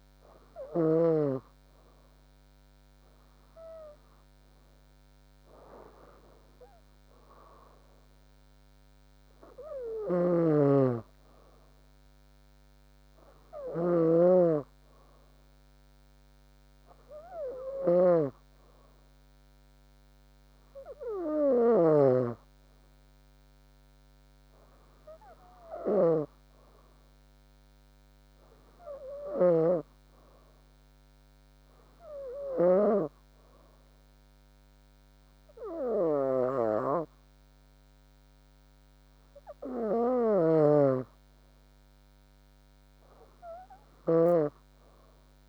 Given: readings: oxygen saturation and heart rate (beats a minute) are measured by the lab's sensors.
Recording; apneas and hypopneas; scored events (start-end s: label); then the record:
breathing in sleep by a microphone on the trachea; none
0.00-1.00 s: arousal
20.00-25.50 s: arousal
From the record:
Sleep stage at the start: N2 (light sleep); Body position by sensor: on the back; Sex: female